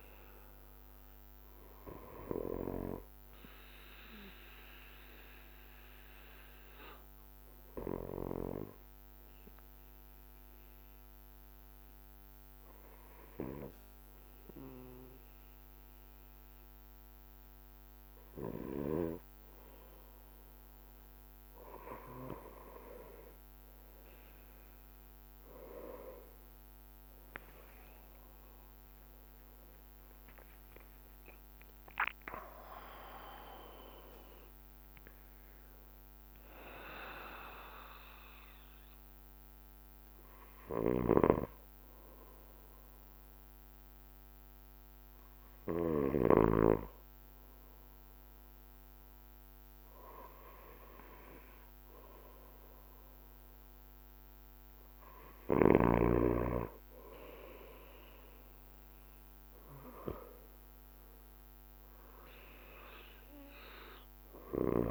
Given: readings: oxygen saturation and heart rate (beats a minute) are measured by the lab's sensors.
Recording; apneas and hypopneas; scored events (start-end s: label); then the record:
breathing in sleep by a microphone on the trachea; 1
0.00-8.50 s: drop in pulse transit time (device-marked, heart rate 53 extreme)
0.00-64.91 s: bradycardia (device-marked)
6.00-20.50 s: obstructive apnea (oxygen 93% before, 91% lowest, heart rate 55 before, 53 extreme, up 4 after)
28.00-33.50 s: arousal
30.50-41.50 s: drop in pulse transit time (device-marked, heart rate 55 before, 55 extreme)
From the record:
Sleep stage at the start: N2 (light sleep); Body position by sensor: on the back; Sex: male